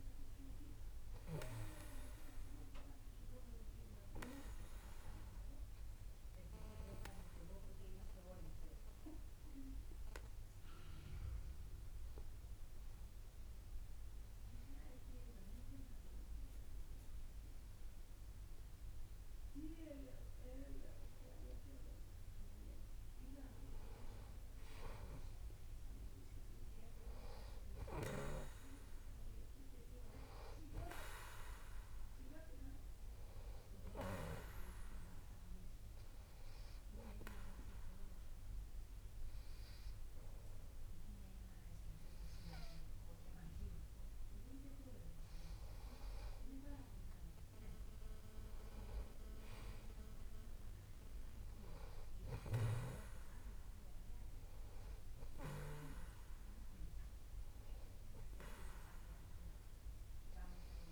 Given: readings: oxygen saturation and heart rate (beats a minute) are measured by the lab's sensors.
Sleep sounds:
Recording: breathing in sleep by a room microphone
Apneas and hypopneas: 2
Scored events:
0.00-3.00 s: oxygen desaturation (device-marked, oxygen 93% lowest)
8.00-20.00 s: obstructive apnea (oxygen 97% before, 92% lowest)
23.00-27.00 s: arousal
36.00-47.00 s: obstructive apnea (oxygen 97% before, 92% lowest)
49.00-52.50 s: arousal
From the record:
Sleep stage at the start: N2 (light sleep)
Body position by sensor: on the back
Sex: male

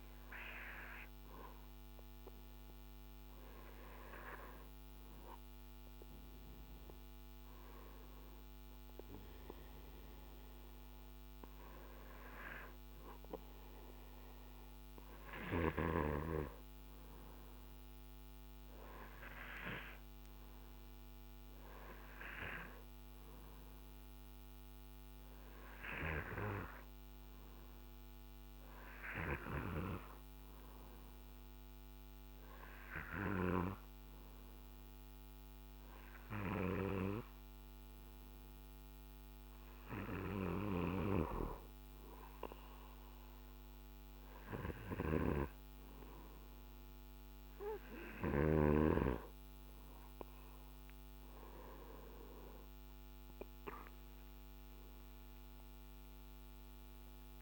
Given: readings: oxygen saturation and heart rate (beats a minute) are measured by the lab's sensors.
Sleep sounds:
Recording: breathing in sleep by a microphone on the trachea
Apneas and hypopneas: none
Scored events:
none scored
From the record:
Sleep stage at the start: N2 (light sleep)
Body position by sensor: on the back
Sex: male

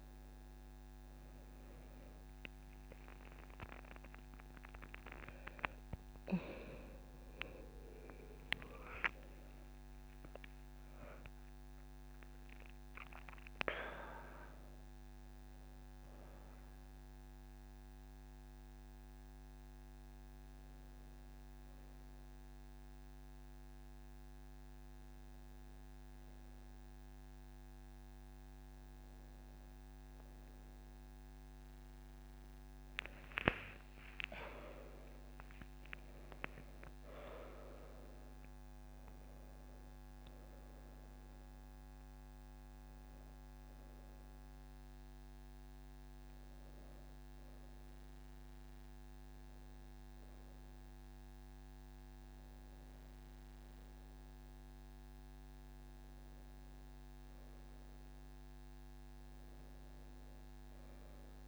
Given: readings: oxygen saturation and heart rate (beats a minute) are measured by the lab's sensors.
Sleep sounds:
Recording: a person awake in a sleep study, by a microphone on the trachea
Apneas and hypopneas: none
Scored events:
none scored
From the record:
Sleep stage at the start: awake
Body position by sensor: on the right side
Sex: female

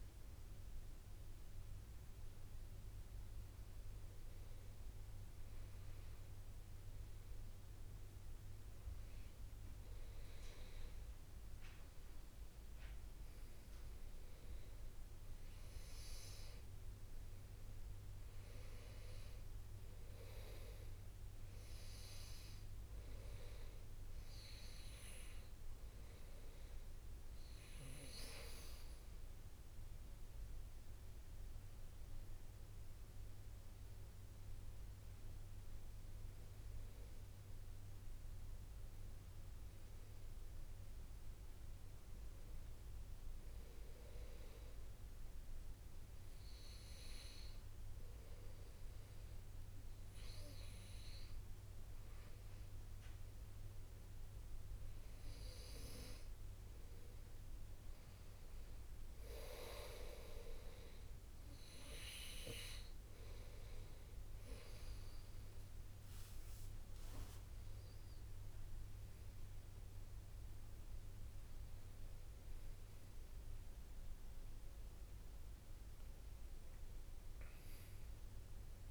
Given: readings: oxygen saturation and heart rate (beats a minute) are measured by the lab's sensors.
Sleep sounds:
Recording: a person partly awake in a sleep study, by a room microphone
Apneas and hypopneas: 1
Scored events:
8.50-38.50 s: new sleep stage, N1 (lightest sleep)
37.50-41.50 s: arousal
38.50-78.91 s: new sleep stage, N2 (light sleep)
43.50-56.00 s: hypopnea (oxygen 97% before, 96% lowest)
58.00-61.50 s: arousal
77.00-78.91 s: arousal
From the record:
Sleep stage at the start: awake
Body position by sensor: on the back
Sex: male

